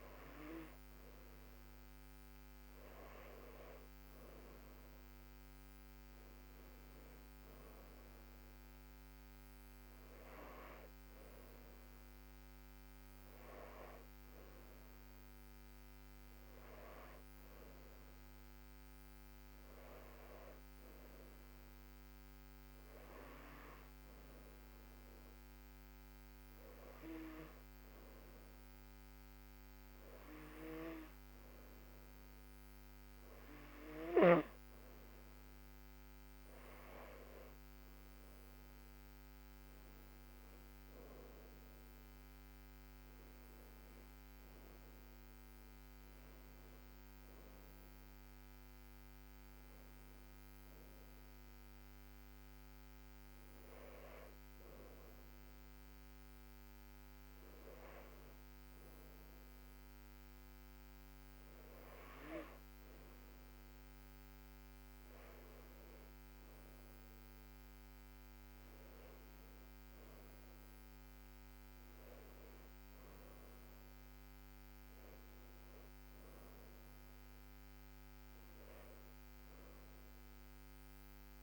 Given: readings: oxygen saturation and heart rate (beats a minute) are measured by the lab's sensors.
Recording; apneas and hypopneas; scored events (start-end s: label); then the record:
breathing in sleep by a microphone on the trachea; 2
19.00-32.50 s: hypopnea (oxygen 96% before, 94% lowest, heart rate 79 before, 74 extreme, up 2 after)
42.00-45.50 s: arousal
50.00-63.00 s: hypopnea (oxygen 96% before, 94% lowest, heart rate 76 before, 73 extreme, up 5 after)
70.00-74.00 s: arousal
From the record:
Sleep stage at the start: N2 (light sleep); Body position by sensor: on the back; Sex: female